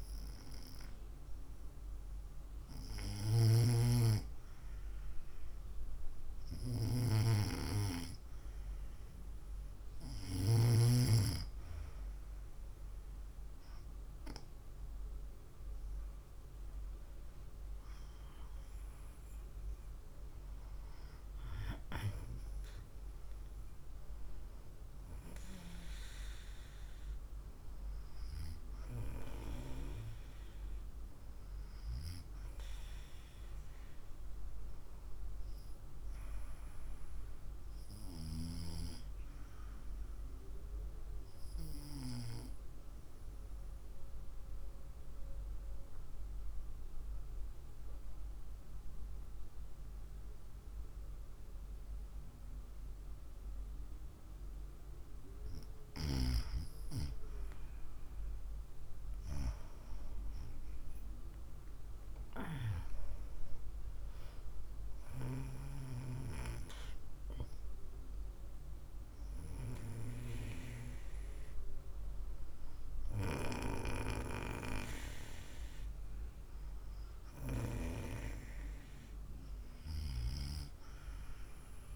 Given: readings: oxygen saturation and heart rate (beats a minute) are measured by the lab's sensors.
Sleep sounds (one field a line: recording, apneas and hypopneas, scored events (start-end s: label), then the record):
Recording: breathing in sleep by a room microphone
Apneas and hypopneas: 1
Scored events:
44.50-56.00 s: obstructive apnea (oxygen 97% before, 93% lowest, heart rate 64 before, 58 extreme, up 4 after)
54.50-79.50 s: oxygen desaturation (device-marked, oxygen 96% before, 93% lowest, heart rate 62 before, 62 extreme)
58.50-62.50 s: arousal
From the record:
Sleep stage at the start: N2 (light sleep)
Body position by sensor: on the right side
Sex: female